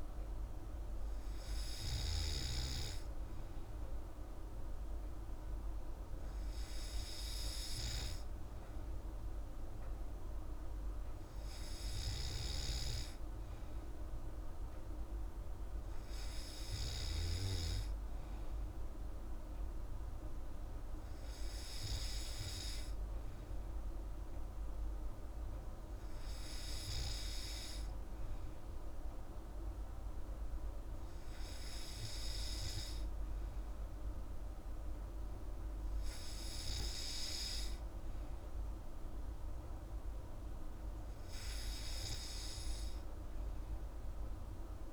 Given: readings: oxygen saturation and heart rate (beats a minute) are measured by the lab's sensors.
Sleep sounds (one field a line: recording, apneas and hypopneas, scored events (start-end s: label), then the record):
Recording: breathing in sleep by a room microphone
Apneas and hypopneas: none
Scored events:
none scored
From the record:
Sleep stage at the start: N3 (deep sleep)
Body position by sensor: on the back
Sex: female